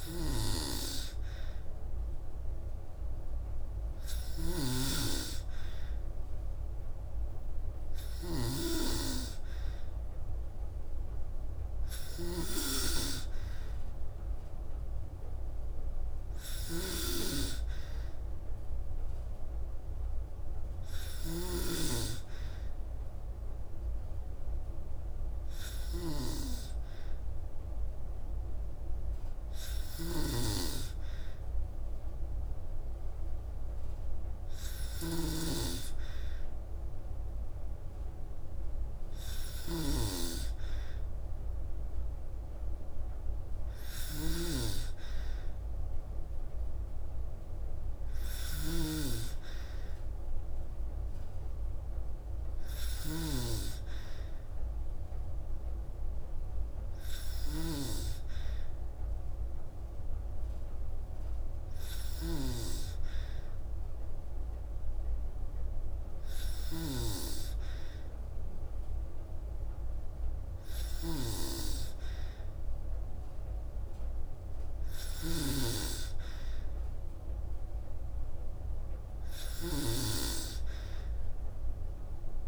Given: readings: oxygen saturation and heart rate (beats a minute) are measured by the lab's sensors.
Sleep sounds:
breathing in sleep by a room microphone; none
0.00-82.48 s: snoring (device-marked)
From the record:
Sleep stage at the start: N2 (light sleep); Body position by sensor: on the back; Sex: female

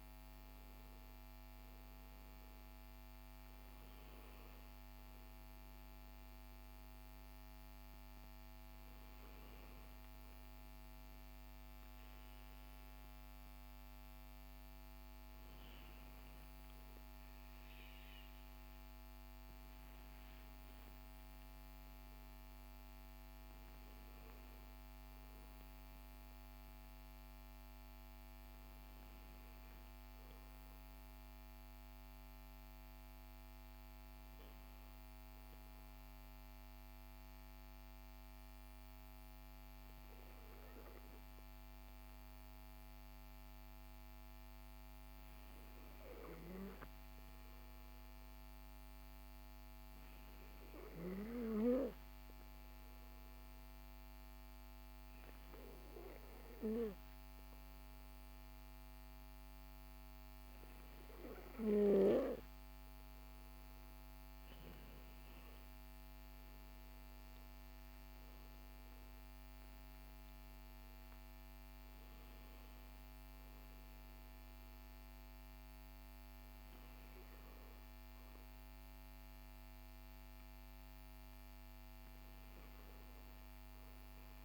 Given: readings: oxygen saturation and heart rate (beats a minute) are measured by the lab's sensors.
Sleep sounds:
breathing in sleep, hard to hear, by a microphone on the trachea; 1
0.00-7.00 s: oxygen desaturation (device-marked, oxygen 94% lowest, heart rate 44 extreme)
34.50-62.00 s: hypopnea (oxygen 98% before, 95% lowest, heart rate 51 before, 45 extreme, up 15 after)
64.50-69.00 s: arousal
From the record:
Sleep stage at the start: N2 (light sleep); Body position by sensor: on the back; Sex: male

